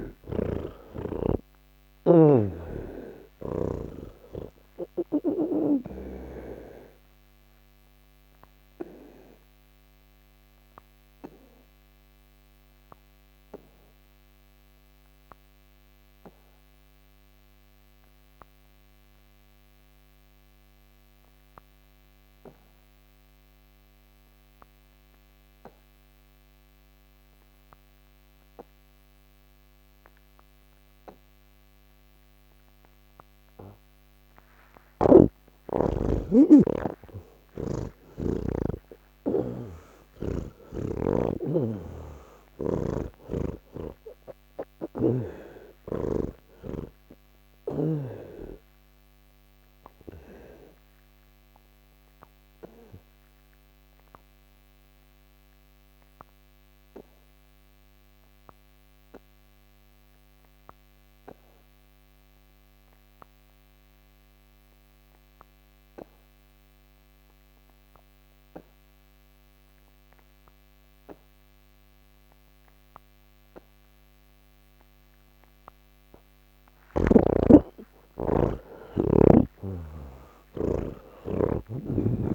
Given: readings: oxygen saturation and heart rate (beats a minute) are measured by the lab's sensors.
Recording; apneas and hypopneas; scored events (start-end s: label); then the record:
breathing in sleep by a microphone on the trachea; 2
0.00-23.00 s: oxygen desaturation (device-marked, oxygen 80% lowest, heart rate 130 extreme)
2.00-6.00 s: snoring (device-marked)
8.00-36.00 s: obstructive apnea (oxygen 98% before, 78% lowest, heart rate 186 before, 139 extreme, up 26 after)
35.00-42.00 s: oxygen desaturation (device-marked, oxygen 97% before, 89% lowest, heart rate 172 before, 149 extreme)
48.00-61.00 s: oxygen desaturation (device-marked, oxygen 94% before, 78% lowest, heart rate 176 before, 130 extreme)
50.00-77.50 s: obstructive apnea (oxygen 98% before, 77% lowest, heart rate 173 before, 130 extreme, up 11 after)
73.00-82.35 s: oxygen desaturation (device-marked, oxygen 98% before, 87% lowest, heart rate 183 before, 130 extreme)
From the record:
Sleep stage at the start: N1 (lightest sleep); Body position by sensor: on the back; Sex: male